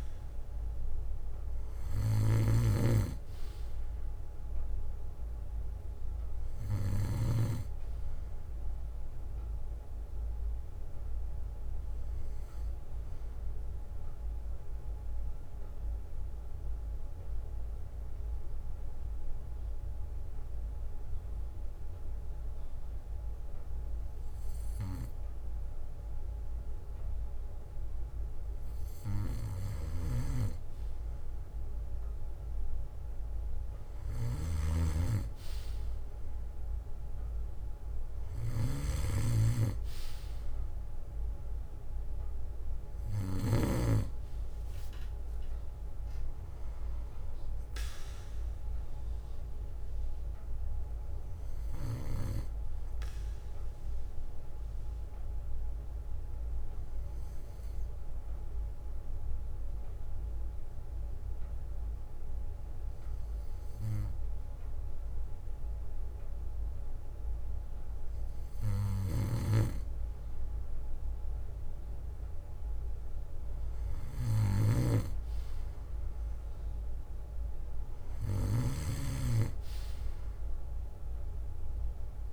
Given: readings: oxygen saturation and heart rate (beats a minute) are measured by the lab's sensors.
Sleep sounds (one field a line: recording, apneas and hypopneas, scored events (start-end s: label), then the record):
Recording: breathing in sleep by a room microphone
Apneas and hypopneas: 2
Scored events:
5.50-7.50 s: bradycardia (device-marked, heart rate 60 before, 69 extreme)
8.50-12.50 s: bradycardia (device-marked, heart rate 60 before, 58 extreme)
10.50-25.50 s: oxygen desaturation (device-marked, oxygen 97% before, 93% lowest, heart rate 63 before, 56 extreme)
13.50-28.50 s: obstructive apnea (oxygen 97% before, 93% lowest, heart rate 63 before, 56 extreme, up 2 after)
17.50-19.50 s: bradycardia (device-marked, heart rate 60 before, 60 extreme)
21.50-25.50 s: bradycardia (device-marked, heart rate 60 before, 58 extreme)
26.50-28.50 s: bradycardia (device-marked, heart rate 61 before, 59 extreme)
30.00-34.00 s: arousal
32.50-39.50 s: bradycardia (device-marked, heart rate 60 before, 58 extreme)
34.50-44.00 s: snoring (device-marked)
49.50-68.50 s: oxygen desaturation (device-marked, oxygen 96% before, 93% lowest, heart rate 60 before, 55 extreme)
53.50-68.00 s: hypopnea (oxygen 97% before, 93% lowest, heart rate 61 before, 57 extreme, up 2 after)
55.50-73.50 s: bradycardia (device-marked, heart rate 61 before, 55 extreme)
71.00-74.50 s: arousal
From the record:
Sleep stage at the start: N2 (light sleep)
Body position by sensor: on the back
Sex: male